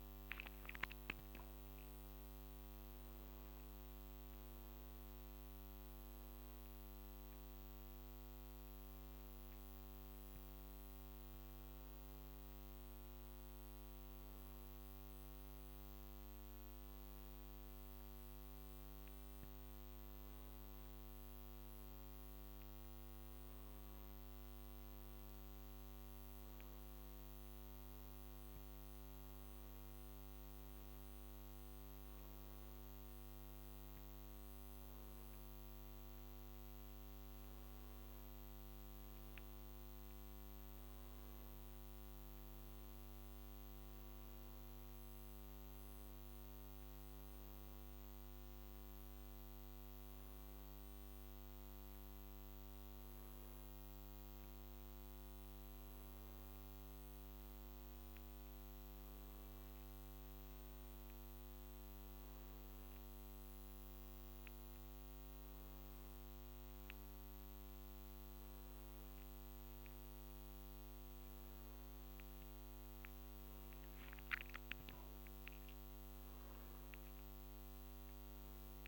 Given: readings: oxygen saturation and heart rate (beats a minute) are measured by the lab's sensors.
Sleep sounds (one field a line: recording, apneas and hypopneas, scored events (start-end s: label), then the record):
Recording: a person partly awake in a sleep study, hard to hear, by a microphone on the trachea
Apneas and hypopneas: none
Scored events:
25.00-78.88 s: new sleep stage, N1 (lightest sleep)
From the record:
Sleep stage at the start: awake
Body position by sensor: on the back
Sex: male